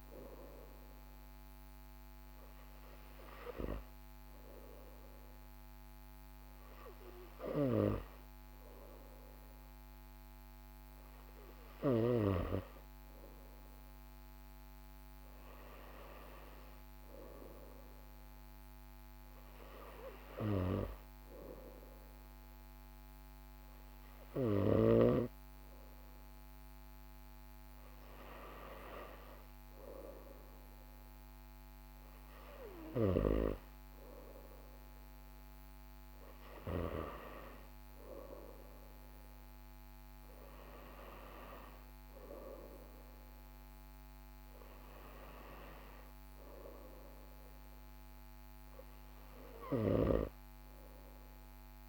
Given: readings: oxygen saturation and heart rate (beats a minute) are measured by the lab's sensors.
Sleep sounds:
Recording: breathing in sleep by a microphone on the trachea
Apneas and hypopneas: none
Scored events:
none scored
From the record:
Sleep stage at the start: N2 (light sleep)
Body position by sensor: on the right side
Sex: male

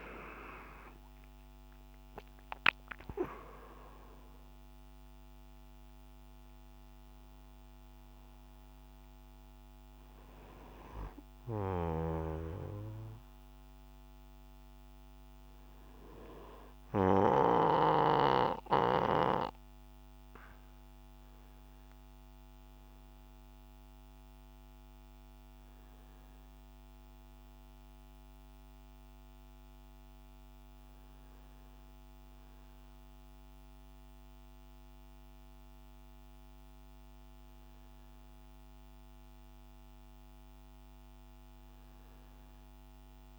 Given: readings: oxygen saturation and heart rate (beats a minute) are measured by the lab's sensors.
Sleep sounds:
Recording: breathing in sleep by a microphone on the trachea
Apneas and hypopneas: none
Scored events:
11.50-18.00 s: snoring (device-marked)
From the record:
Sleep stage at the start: N1 (lightest sleep)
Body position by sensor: on the back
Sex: male

